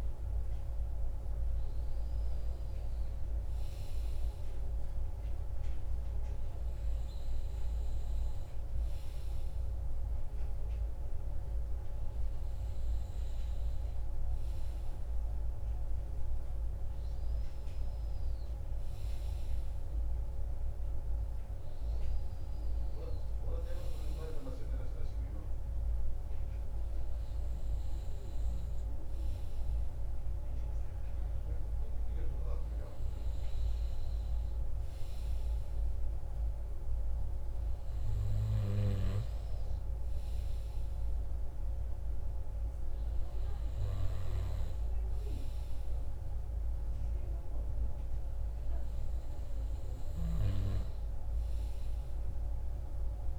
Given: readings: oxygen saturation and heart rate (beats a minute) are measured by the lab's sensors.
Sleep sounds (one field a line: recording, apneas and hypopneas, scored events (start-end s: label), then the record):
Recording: breathing in sleep, hard to hear, by a room microphone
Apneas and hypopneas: none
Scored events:
none scored
From the record:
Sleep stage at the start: REM sleep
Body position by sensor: on the right side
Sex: male